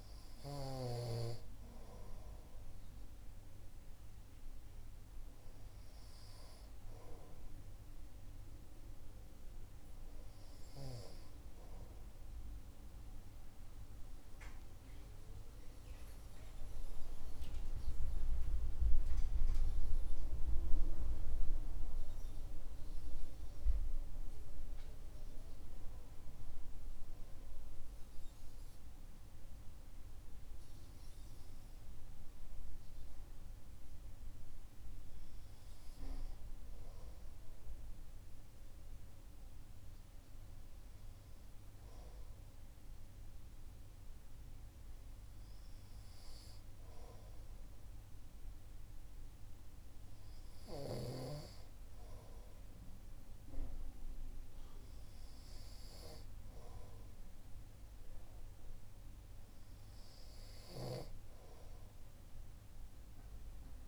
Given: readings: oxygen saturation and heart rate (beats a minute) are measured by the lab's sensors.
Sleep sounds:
breathing in sleep by a room microphone; none
0.00-1.00 s: snoring (device-marked)
0.00-3.00 s: oxygen desaturation (device-marked, oxygen 92% lowest, heart rate 61 extreme)
From the record:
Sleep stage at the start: N2 (light sleep); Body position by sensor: on the right side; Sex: male

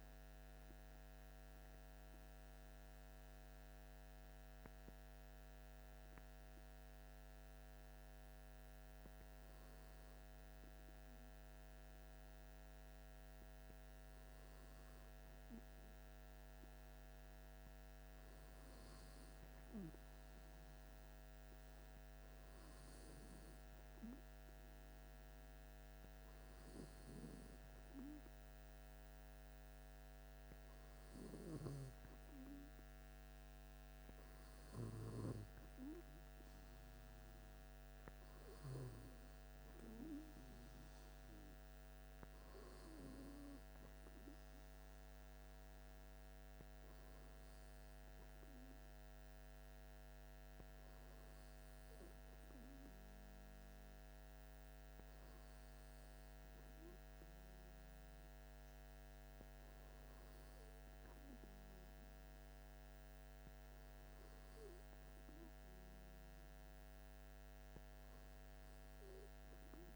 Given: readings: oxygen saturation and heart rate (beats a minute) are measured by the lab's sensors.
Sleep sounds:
breathing in sleep by a microphone on the trachea; none
none scored
From the record:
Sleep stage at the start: N2 (light sleep); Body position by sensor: on the back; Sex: male

